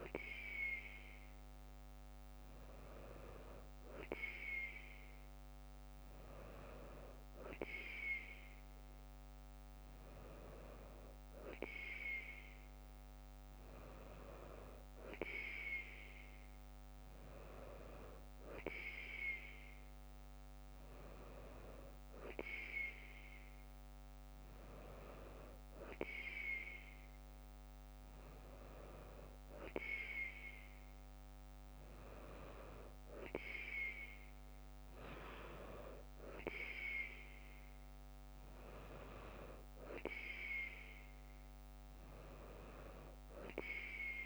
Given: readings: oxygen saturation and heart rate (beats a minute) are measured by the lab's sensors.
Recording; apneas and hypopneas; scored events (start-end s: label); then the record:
breathing in sleep by a microphone on the trachea; none
none scored
From the record:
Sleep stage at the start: N2 (light sleep); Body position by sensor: on the right side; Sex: female